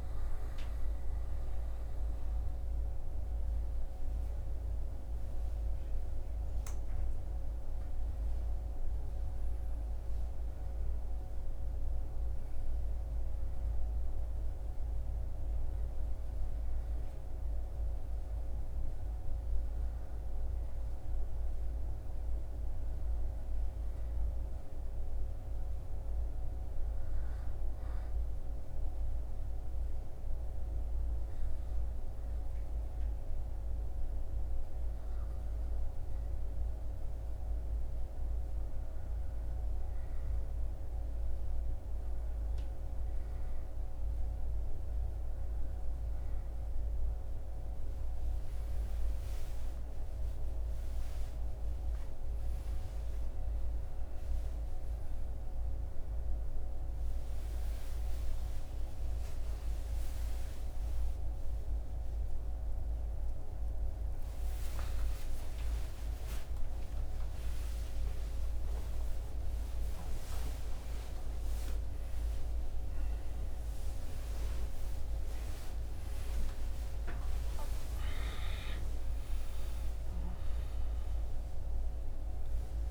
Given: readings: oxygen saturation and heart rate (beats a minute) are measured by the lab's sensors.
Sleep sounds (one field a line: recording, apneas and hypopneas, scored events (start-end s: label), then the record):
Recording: a person partly awake in a sleep study, hard to hear, by a room microphone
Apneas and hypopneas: 1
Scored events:
25.50-36.50 s: hypopnea (oxygen 98% before, 95% lowest, heart rate 72 before, 63 extreme, up 10 after)
59.00-82.91 s: new sleep stage, awake
From the record:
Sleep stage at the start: N1 (lightest sleep)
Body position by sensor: on the back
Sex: male